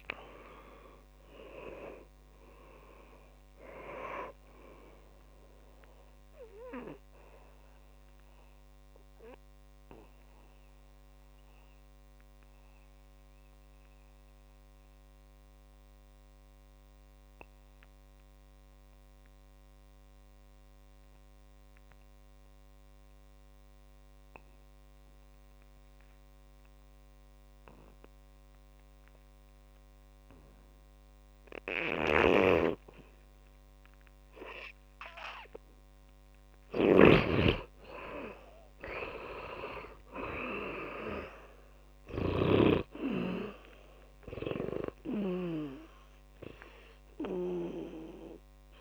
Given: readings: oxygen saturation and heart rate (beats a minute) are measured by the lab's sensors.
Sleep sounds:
breathing in sleep by a microphone on the trachea; 1
0.00-27.00 s: oxygen desaturation (device-marked, oxygen 81% lowest, heart rate 53 extreme)
7.50-36.00 s: mixed apnea (oxygen 100% before, 81% lowest, heart rate 61 before, 55 extreme, up 10 after)
32.50-46.00 s: snoring (device-marked)
38.00-41.50 s: arousal
40.00-48.81 s: oxygen desaturation (device-marked, oxygen 100% before, 85% lowest, heart rate 58 before, 50 extreme)
From the record:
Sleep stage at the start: N2 (light sleep); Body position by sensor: on the back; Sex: male

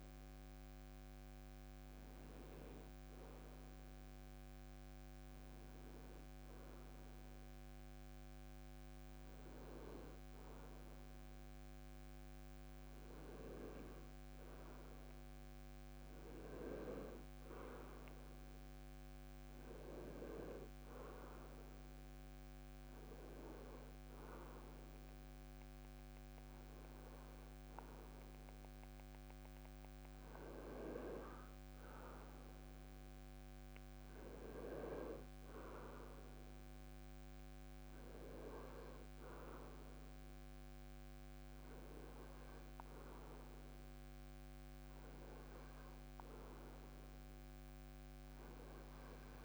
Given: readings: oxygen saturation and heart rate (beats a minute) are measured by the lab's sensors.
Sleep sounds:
breathing in sleep by a microphone on the trachea; none
none scored
From the record:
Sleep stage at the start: N2 (light sleep); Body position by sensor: on the front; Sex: male

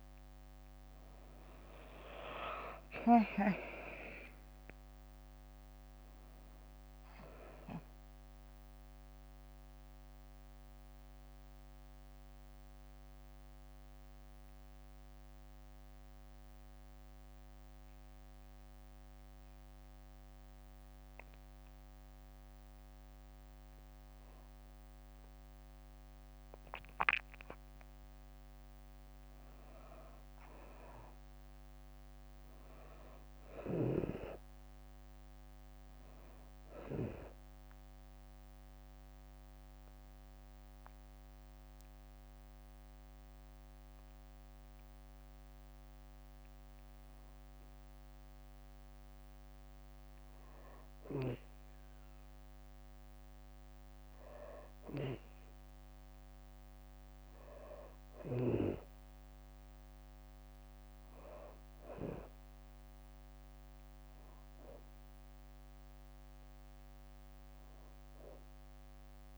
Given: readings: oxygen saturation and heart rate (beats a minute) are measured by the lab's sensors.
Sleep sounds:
breathing in sleep by a microphone on the trachea; 2
2.50-21.50 s: oxygen desaturation (device-marked, oxygen 97% before, 93% lowest, heart rate 66 before, 59 extreme)
4.50-19.50 s: drop in pulse transit time (device-marked, heart rate 66 before, 59 extreme)
10.00-22.50 s: obstructive apnea (oxygen 97% before, 93% lowest, heart rate 67 before, 59 extreme, up 8 after)
14.50-16.50 s: bradycardia (device-marked, heart rate 74 before, 60 extreme)
24.50-27.00 s: arousal
37.50-47.50 s: obstructive apnea (oxygen 98% before, 93% lowest, heart rate 65 before, 64 extreme, up 0 after)
37.50-48.50 s: oxygen desaturation (device-marked, oxygen 98% before, 93% lowest, heart rate 65 before, 64 extreme)
55.00-57.50 s: arousal
58.50-69.38 s: oxygen desaturation (device-marked, oxygen 98% before, 94% lowest, heart rate 65 before, 66 extreme)
From the record:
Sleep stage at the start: N2 (light sleep); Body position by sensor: on the back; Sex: female

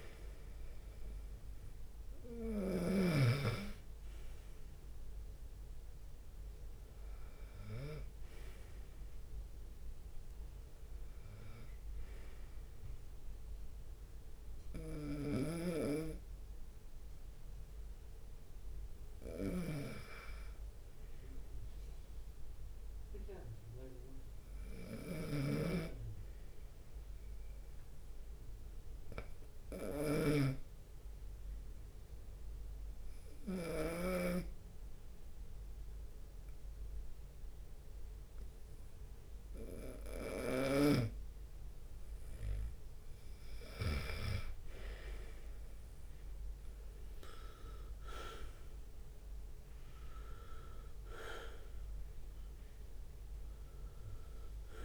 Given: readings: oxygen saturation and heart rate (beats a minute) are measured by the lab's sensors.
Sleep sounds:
breathing in sleep by a room microphone; 1
0.00-8.50 s: snoring (device-marked)
15.00-34.50 s: snoring (device-marked)
20.00-24.50 s: arousal
28.50-42.50 s: obstructive apnea (oxygen 96% before, 91% lowest, heart rate 74 before, 69 extreme, up 3 after)
41.00-44.50 s: snoring (device-marked)
42.50-50.50 s: leg movement (device-marked)
45.50-50.50 s: arousal
49.00-54.85 s: oxygen desaturation (device-marked, oxygen 95% before, 91% lowest, heart rate 75 before, 69 extreme)
From the record:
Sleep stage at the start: N2 (light sleep); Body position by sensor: on the right side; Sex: male

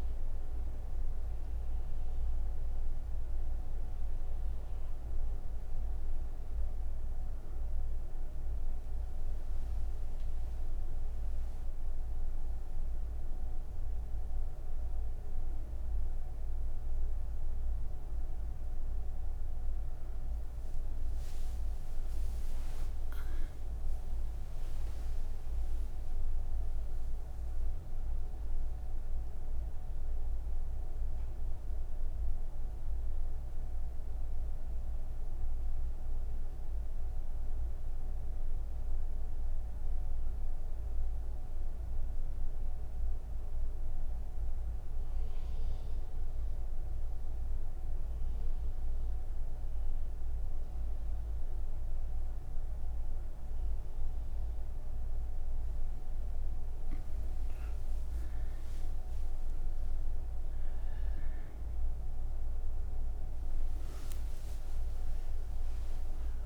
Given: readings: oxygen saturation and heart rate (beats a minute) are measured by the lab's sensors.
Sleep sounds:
breathing in sleep, hard to hear, by a room microphone; 1
3.50-66.45 s: new sleep stage, N1 (lightest sleep)
33.50-56.00 s: obstructive apnea (oxygen 99% before, 93% lowest)
From the record:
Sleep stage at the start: N2 (light sleep); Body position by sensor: on the right side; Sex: female

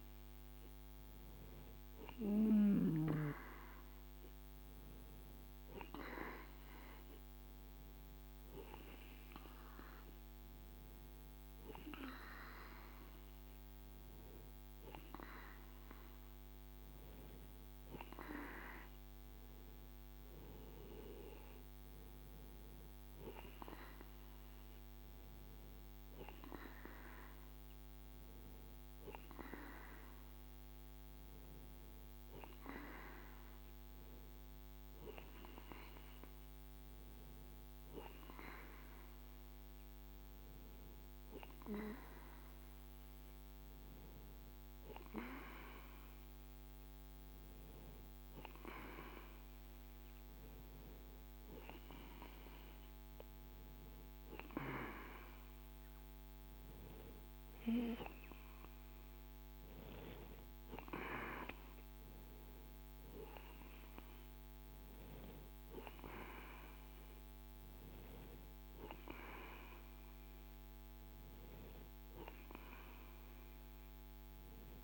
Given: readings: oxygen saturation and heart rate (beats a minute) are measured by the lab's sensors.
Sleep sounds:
breathing in sleep by a microphone on the trachea; none
0.00-2.50 s: snoring (device-marked)
From the record:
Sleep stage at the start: N2 (light sleep); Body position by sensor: on the right side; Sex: male

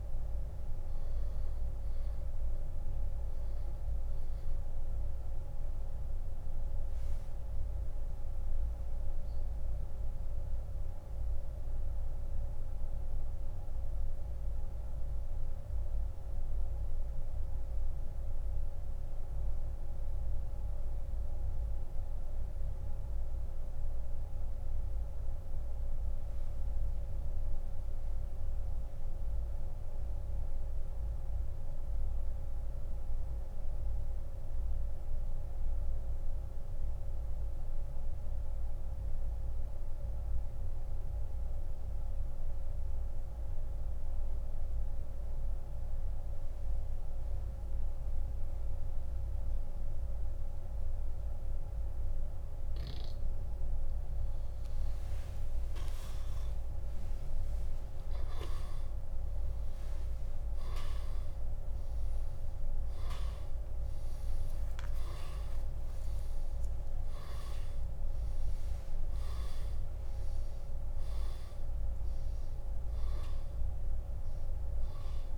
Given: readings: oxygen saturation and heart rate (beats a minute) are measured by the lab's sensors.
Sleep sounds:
breathing in sleep, hard to hear, by a room microphone; 1
0.00-42.50 s: oxygen desaturation (device-marked, oxygen 86% lowest, heart rate 66 extreme)
10.00-52.50 s: mixed apnea (oxygen 97% before, 86% lowest, heart rate 87 before, 66 extreme, up 20 after)
54.50-70.50 s: oxygen desaturation (device-marked, oxygen 97% before, 93% lowest, heart rate 76 before, 65 extreme)
55.50-62.00 s: arousal
From the record:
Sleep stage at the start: N2 (light sleep); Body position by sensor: on the back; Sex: male

